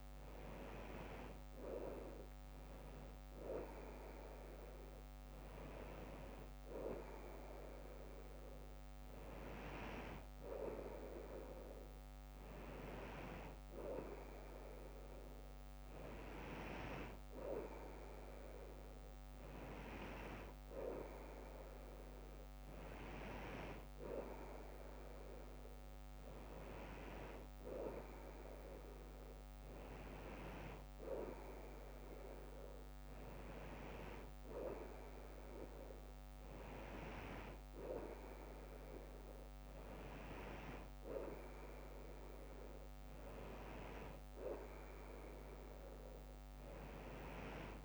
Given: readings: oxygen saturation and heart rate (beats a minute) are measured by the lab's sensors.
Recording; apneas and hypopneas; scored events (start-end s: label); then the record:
breathing in sleep by a microphone on the trachea; none
none scored
From the record:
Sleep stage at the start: N3 (deep sleep); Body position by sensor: on the front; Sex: female